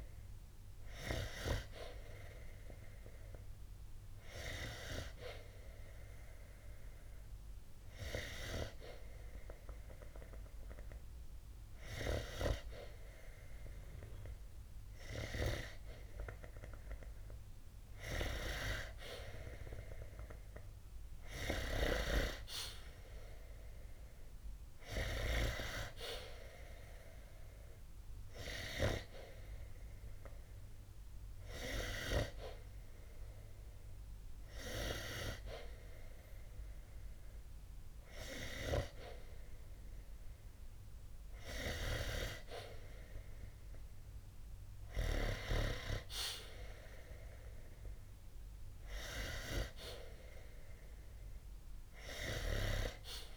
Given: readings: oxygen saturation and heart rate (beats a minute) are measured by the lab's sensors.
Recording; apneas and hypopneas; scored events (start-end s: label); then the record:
breathing in sleep by a room microphone; 1
4.50-15.50 s: hypopnea (oxygen 94% before, 90% lowest, heart rate 60 before, 60 extreme, up 0 after)
17.50-21.50 s: arousal
19.50-38.50 s: oxygen desaturation (device-marked, oxygen 93% before, 90% lowest, heart rate 60 before, 60 extreme)
From the record:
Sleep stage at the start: N2 (light sleep); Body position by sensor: on the back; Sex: male